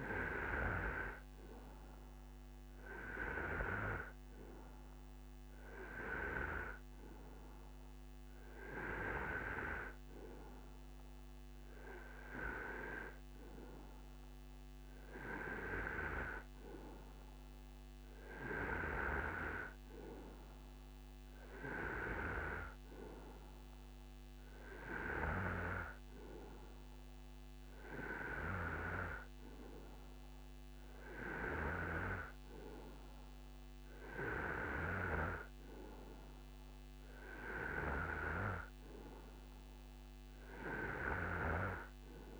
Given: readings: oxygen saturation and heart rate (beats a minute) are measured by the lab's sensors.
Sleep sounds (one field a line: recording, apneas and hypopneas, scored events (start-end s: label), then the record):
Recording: breathing in sleep by a microphone on the trachea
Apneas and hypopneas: none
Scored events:
none scored
From the record:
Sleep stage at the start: N2 (light sleep)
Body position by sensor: on the right side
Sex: male